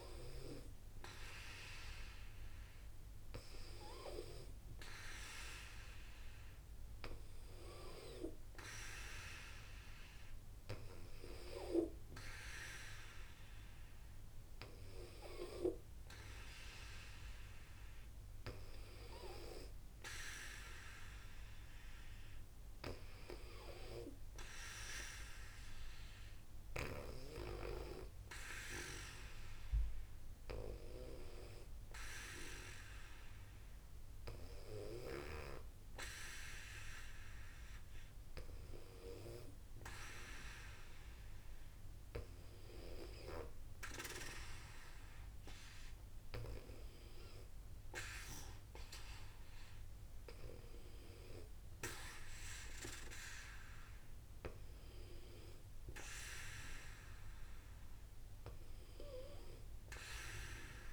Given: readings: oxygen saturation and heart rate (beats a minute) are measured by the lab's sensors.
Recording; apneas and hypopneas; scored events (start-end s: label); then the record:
breathing in sleep by a room microphone; none
none scored
From the record:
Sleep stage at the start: N2 (light sleep); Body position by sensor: on the back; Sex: female